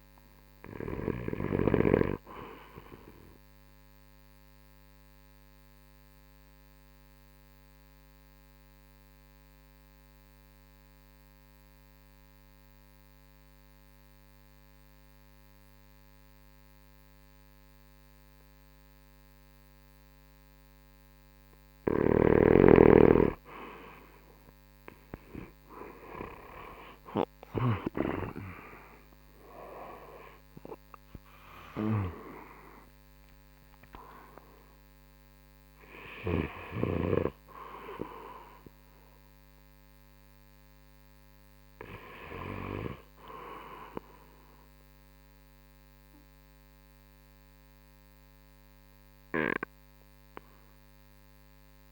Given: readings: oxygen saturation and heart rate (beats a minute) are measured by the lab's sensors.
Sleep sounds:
breathing in sleep by a microphone on the trachea; 1
0.00-1.00 s: oxygen desaturation (device-marked, oxygen 84% lowest, heart rate 59 extreme)
0.00-2.00 s: snoring (device-marked)
5.00-21.00 s: obstructive apnea (oxygen 98% before, 76% lowest, heart rate 68 before, 59 extreme, up 19 after)
10.00-20.00 s: oxygen desaturation (device-marked, oxygen 92% before, 85% lowest, heart rate 67 before, 60 extreme)
22.00-28.00 s: snoring (device-marked)
26.00-41.00 s: drop in pulse transit time (device-marked, heart rate 62 before, 72 extreme)
26.00-51.92 s: oxygen desaturation (device-marked, oxygen 91% before, 76% lowest, heart rate 62 before, 56 extreme)
27.50-33.50 s: arousal
From the record:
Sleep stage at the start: REM sleep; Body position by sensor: on the right side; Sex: male

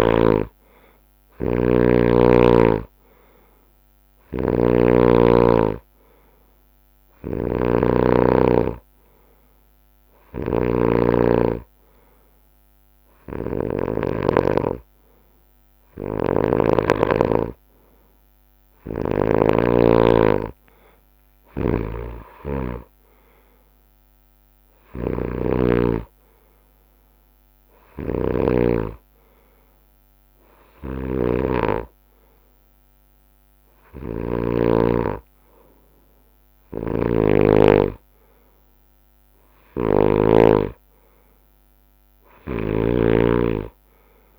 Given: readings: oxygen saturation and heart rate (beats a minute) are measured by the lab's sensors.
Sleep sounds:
breathing in sleep by a microphone on the trachea; none
1.00-16.50 s: snoring (device-marked)
18.50-34.50 s: snoring (device-marked)
19.50-33.50 s: drop in pulse transit time (device-marked, heart rate 70 before, 68 extreme)
36.50-44.39 s: snoring (device-marked)
From the record:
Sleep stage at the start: N2 (light sleep); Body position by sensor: on the right side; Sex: male

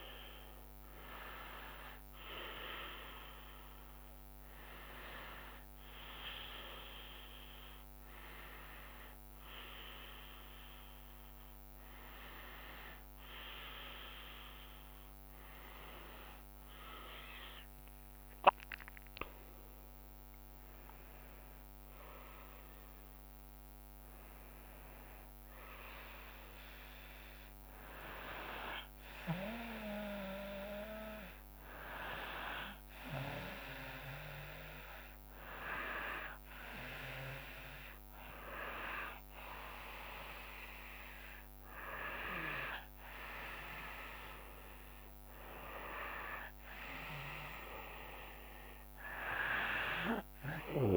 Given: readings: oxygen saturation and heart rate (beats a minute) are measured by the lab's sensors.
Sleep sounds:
a person awake in a sleep study, by a microphone on the trachea; none
27.50-50.97 s: new sleep stage, N2 (light sleep)
From the record:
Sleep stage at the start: awake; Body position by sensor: on the right side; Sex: female

